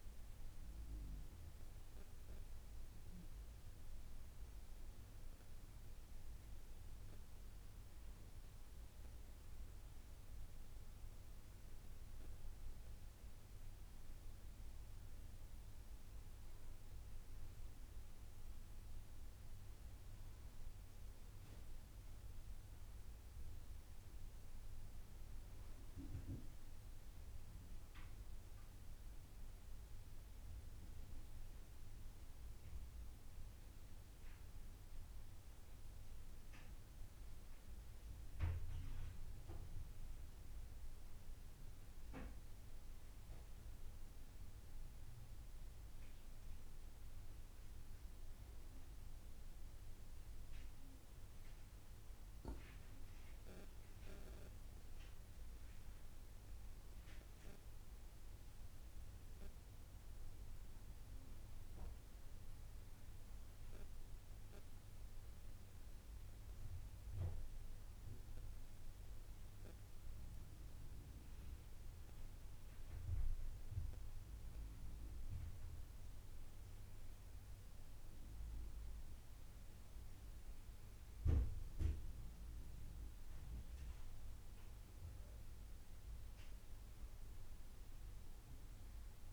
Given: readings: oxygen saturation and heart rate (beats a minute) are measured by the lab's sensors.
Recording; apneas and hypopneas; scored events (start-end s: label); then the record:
breathing in sleep, hard to hear, by a room microphone; none
none scored
From the record:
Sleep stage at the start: N2 (light sleep); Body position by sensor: on the right side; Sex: female